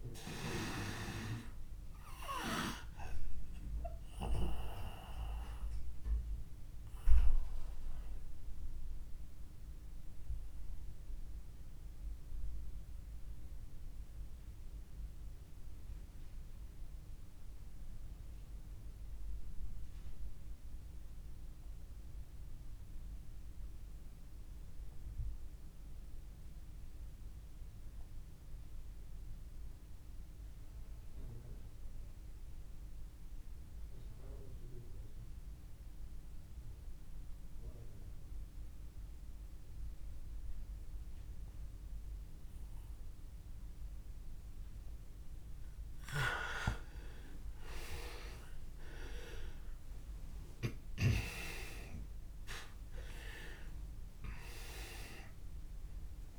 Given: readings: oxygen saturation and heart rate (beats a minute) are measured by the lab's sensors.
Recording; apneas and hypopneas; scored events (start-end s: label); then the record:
breathing in sleep by a room microphone; 1
0.00-22.50 s: oxygen desaturation (device-marked, oxygen 85% lowest)
2.00-45.00 s: obstructive apnea (oxygen 99% before, 85% lowest)
37.50-56.39 s: oxygen desaturation (device-marked, oxygen 99% before, 85% lowest)
47.50-52.50 s: arousal
From the record:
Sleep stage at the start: N2 (light sleep); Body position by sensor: on the back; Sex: male